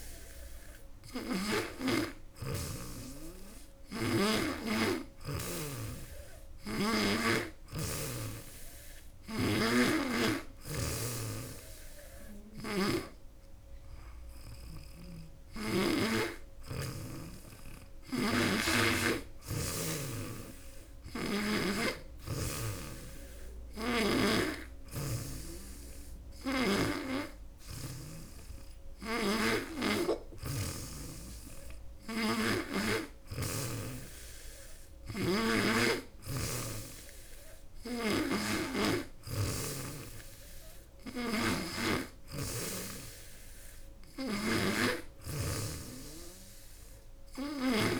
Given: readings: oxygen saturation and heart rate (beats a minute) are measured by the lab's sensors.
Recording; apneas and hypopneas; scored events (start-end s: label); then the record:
breathing in sleep by a room microphone; none
0.00-4.00 s: snoring (device-marked)
6.00-15.50 s: snoring (device-marked)
17.50-24.00 s: snoring (device-marked)
28.50-48.00 s: snoring (device-marked)
From the record:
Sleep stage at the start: N3 (deep sleep); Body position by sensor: on the back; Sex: female